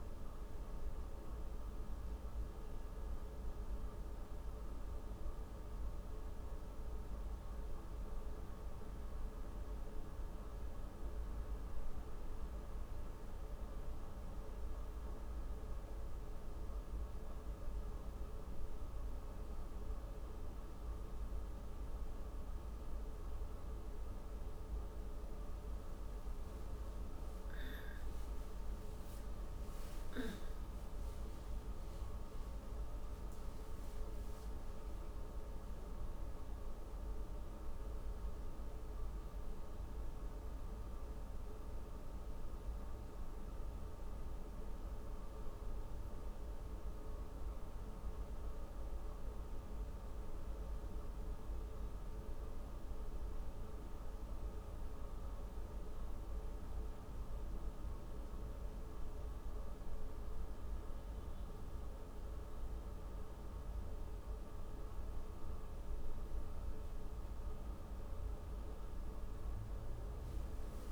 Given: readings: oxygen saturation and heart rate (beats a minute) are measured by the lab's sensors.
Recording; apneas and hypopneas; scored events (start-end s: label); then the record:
breathing in sleep, hard to hear, by a room microphone; none
30.00-34.50 s: arousal
69.00-70.92 s: arousal
From the record:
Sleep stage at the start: N1 (lightest sleep); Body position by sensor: on the back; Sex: female